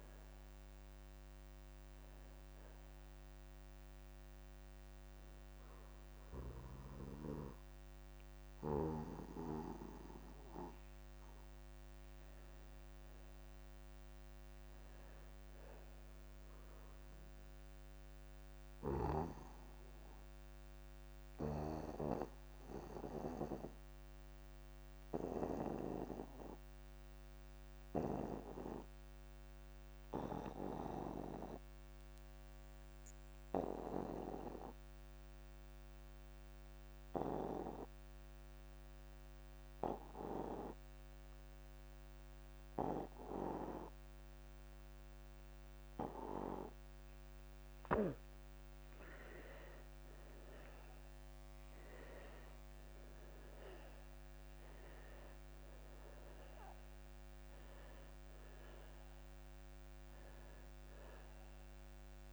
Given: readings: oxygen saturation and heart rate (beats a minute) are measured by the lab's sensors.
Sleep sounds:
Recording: breathing in sleep by a microphone on the trachea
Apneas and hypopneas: 2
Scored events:
0.00-16.00 s: oxygen desaturation (device-marked, oxygen 79% lowest)
2.00-12.00 s: obstructive apnea (oxygen 95% before, 79% lowest)
13.50-16.00 s: arousal
19.00-47.00 s: obstructive apnea (oxygen 99% before, 80% lowest)
36.00-62.33 s: oxygen desaturation (device-marked, oxygen 99% before, 80% lowest)
49.50-53.50 s: arousal
From the record:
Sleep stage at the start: N2 (light sleep)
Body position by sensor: on the back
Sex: male

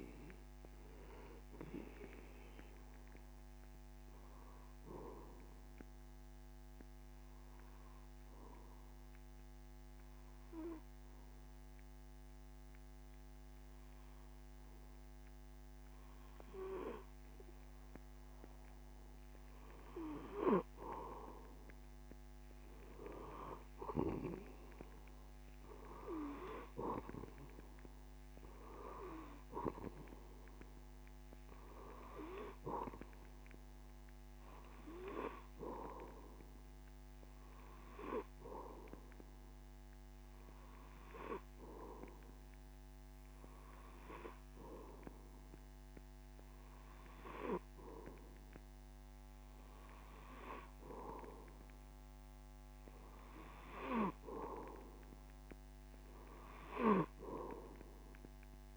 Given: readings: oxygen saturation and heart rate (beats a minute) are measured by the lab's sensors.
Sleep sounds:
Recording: breathing in sleep by a microphone on the trachea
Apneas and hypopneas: 2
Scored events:
0.00-18.50 s: oxygen desaturation (device-marked, oxygen 92% lowest)
4.00-18.50 s: obstructive apnea (oxygen 96% before, 92% lowest)
23.00-27.00 s: arousal
37.50-51.50 s: hypopnea (oxygen 96% before, 92% lowest)
54.00-58.00 s: arousal
From the record:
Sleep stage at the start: N2 (light sleep)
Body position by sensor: on the back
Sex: male

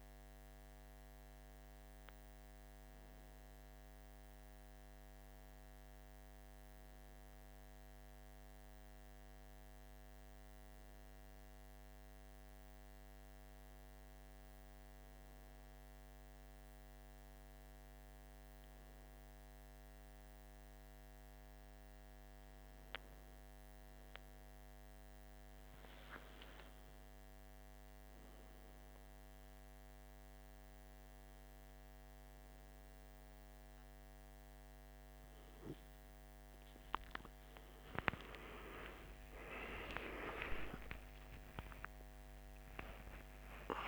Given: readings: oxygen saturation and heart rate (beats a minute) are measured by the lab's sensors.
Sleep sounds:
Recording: a person awake in a sleep study, by a microphone on the trachea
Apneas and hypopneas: 1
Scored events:
11.50-23.50 s: hypopnea (oxygen 96% before, 94% lowest, heart rate 47 before, 44 extreme, up 4 after)
21.00-43.88 s: new sleep stage, awake
From the record:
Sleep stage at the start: N1 (lightest sleep)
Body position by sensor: on the back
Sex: male

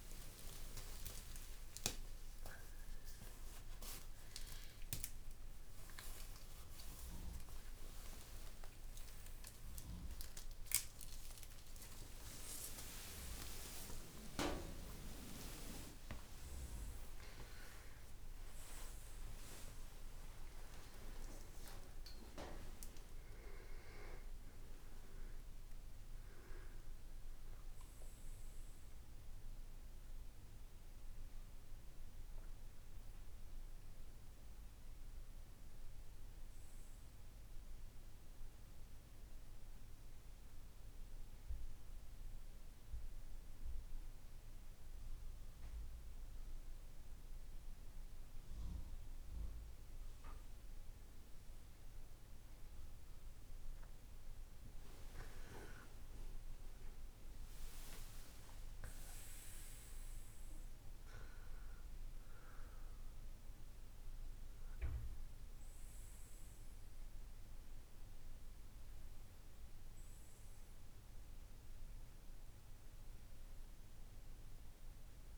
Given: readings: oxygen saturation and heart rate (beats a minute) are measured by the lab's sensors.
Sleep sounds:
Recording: a person partly awake in a sleep study, by a room microphone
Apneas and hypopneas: 1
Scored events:
0.00-3.50 s: tachycardia (device-marked, heart rate 119 extreme)
0.50-2.50 s: long interval between heartbeats (device-marked, heart rate 76 before, 118 extreme)
10.00-12.00 s: long interval between heartbeats (device-marked, heart rate 92 before, 74 extreme)
13.50-15.50 s: long interval between heartbeats (device-marked, heart rate 91 before, 98 extreme)
37.50-49.00 s: central apnea (oxygen 97% before, 94% lowest, heart rate 71 before, 53 extreme, up 9 after)
37.50-75.38 s: new sleep stage, N2 (light sleep)
54.50-60.00 s: arousal
73.50-75.38 s: oxygen desaturation (device-marked, oxygen 97% before, 94% lowest, heart rate 63 before, 52 extreme)
From the record:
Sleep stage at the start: awake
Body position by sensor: on the right side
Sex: male

